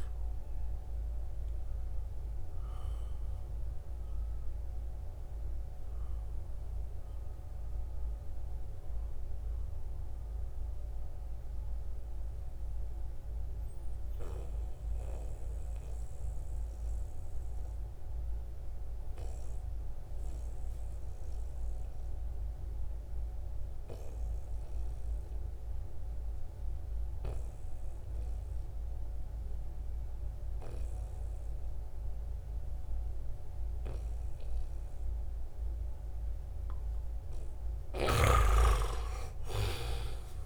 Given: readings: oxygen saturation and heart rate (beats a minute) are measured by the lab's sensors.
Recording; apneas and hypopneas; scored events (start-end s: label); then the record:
breathing in sleep by a room microphone; 1
0.00-5.50 s: oxygen desaturation (device-marked, oxygen 87% lowest, heart rate 59 extreme)
6.00-8.00 s: long interval between heartbeats (device-marked, heart rate 78 before, 79 extreme)
8.50-36.00 s: mixed apnea (oxygen 97% before, 89% lowest, heart rate 81 before, 65 extreme, up 9 after)
24.50-40.46 s: oxygen desaturation (device-marked, oxygen 98% before, 89% lowest, heart rate 74 before, 62 extreme)
37.00-40.46 s: snoring (device-marked)
From the record:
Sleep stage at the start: N2 (light sleep); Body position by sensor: on the back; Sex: male